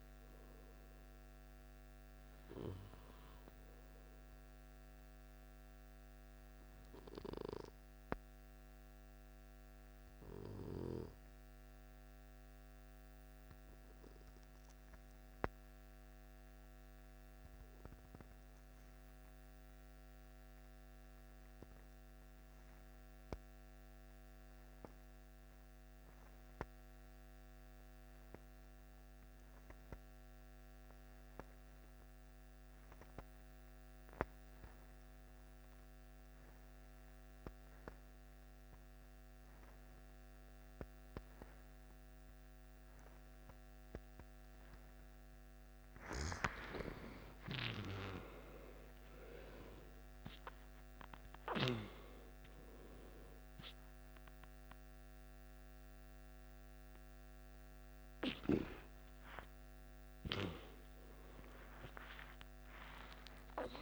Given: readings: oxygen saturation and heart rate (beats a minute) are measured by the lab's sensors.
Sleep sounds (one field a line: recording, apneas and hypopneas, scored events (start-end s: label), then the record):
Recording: breathing in sleep by a microphone on the trachea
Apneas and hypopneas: 1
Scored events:
16.50-45.50 s: obstructive apnea (oxygen 96% before, 89% lowest, heart rate 62 before, 51 extreme, up 18 after)
33.00-63.81 s: oxygen desaturation (device-marked, oxygen 98% before, 89% lowest, heart rate 54 before, 50 extreme)
46.50-51.00 s: arousal
From the record:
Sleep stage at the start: N2 (light sleep)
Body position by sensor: on the left side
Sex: male